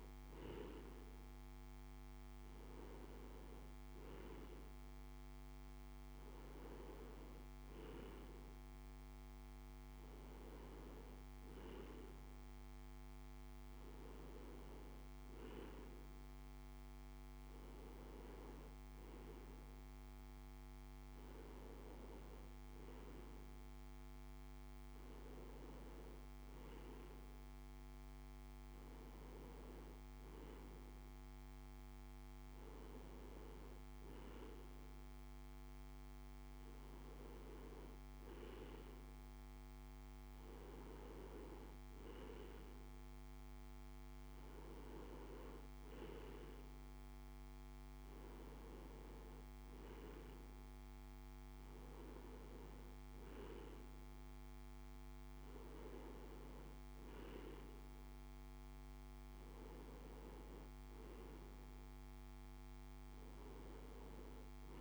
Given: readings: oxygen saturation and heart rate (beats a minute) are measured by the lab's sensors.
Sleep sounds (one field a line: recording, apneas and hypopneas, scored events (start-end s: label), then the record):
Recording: breathing in sleep by a microphone on the trachea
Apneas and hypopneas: none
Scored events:
none scored
From the record:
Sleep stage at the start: N2 (light sleep)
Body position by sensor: on the right side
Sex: male